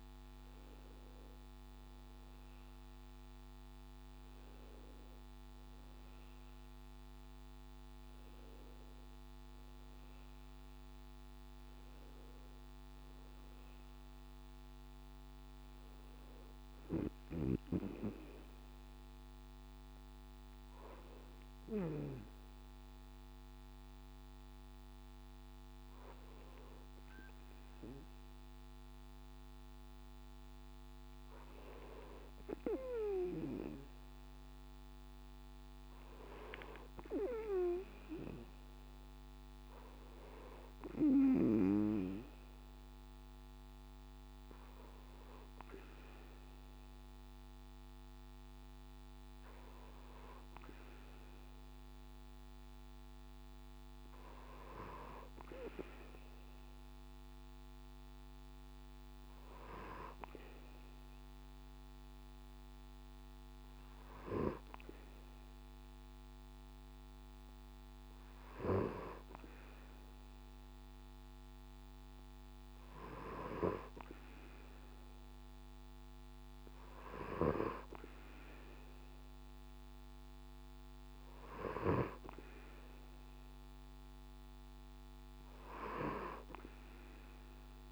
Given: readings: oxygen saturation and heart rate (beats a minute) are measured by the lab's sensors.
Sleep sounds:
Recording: breathing in sleep by a microphone on the trachea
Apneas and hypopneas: none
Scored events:
none scored
From the record:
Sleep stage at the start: N2 (light sleep)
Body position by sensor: on the back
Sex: male

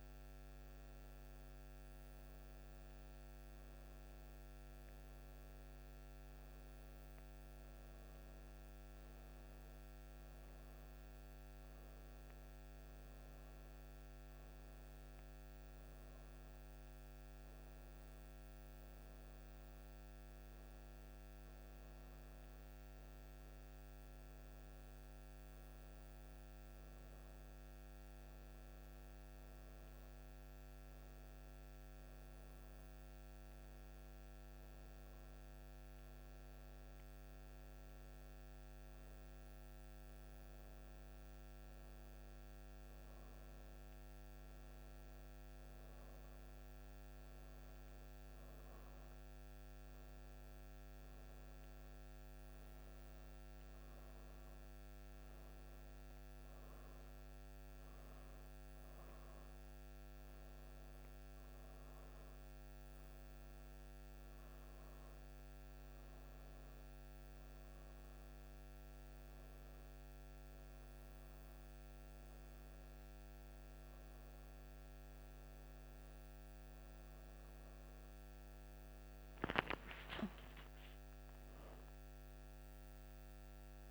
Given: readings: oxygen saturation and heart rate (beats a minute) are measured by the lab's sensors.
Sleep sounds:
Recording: breathing in sleep, hard to hear, by a microphone on the trachea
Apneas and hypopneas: none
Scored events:
48.50-83.91 s: new sleep stage, N2 (light sleep)
79.50-83.91 s: arousal
From the record:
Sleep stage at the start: N1 (lightest sleep)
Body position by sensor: on the right side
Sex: female

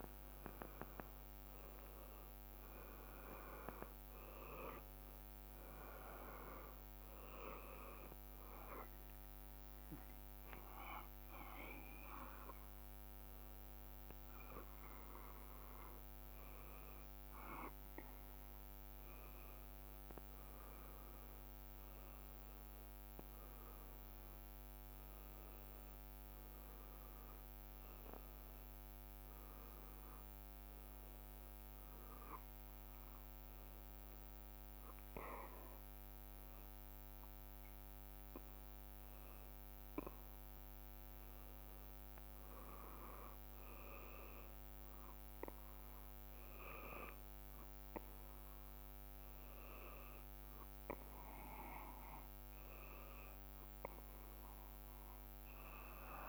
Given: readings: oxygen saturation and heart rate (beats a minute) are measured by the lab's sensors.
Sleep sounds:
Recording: breathing in sleep by a microphone on the trachea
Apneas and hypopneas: none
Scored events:
0.00-6.50 s: drop in pulse transit time (device-marked, heart rate 63 extreme)
From the record:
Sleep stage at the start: N1 (lightest sleep)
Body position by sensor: on the back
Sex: male

